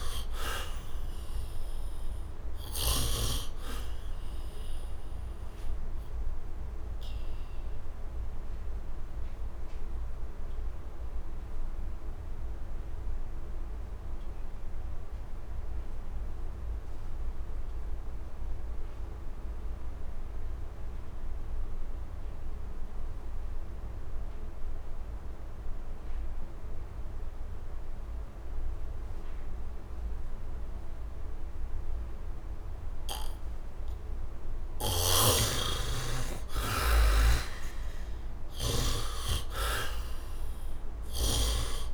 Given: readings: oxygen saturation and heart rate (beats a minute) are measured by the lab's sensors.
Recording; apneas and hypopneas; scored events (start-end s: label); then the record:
breathing in sleep by a room microphone; 1
0.00-2.50 s: snoring (device-marked)
0.00-17.50 s: oxygen desaturation (device-marked, oxygen 67% lowest, heart rate 71 extreme)
4.00-34.00 s: obstructive apnea (oxygen 98% before, 62% lowest, heart rate 80 before, 71 extreme, up 18 after)
19.50-41.94 s: oxygen desaturation (device-marked, oxygen 100% before, 65% lowest, heart rate 75 before, 72 extreme)
34.50-38.50 s: snoring (device-marked)
36.00-40.50 s: arousal
40.50-41.94 s: snoring (device-marked)
From the record:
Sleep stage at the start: N2 (light sleep); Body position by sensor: on the back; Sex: male